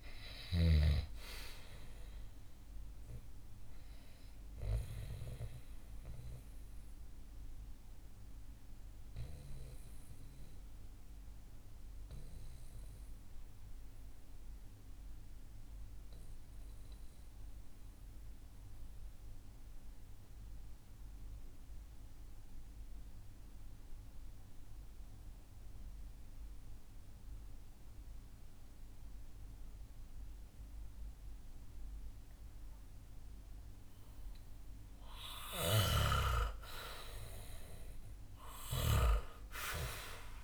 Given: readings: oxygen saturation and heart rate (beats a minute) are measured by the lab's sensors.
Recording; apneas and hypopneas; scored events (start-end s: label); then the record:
breathing in sleep by a room microphone; 1
0.00-21.50 s: oxygen desaturation (device-marked, oxygen 86% lowest, heart rate 58 extreme)
6.00-33.50 s: mixed apnea (oxygen 97% before, 86% lowest, heart rate 66 before, 58 extreme, up 7 after)
35.50-39.00 s: arousal
38.50-40.43 s: new sleep stage, REM sleep
From the record:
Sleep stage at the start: N2 (light sleep); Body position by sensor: on the back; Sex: male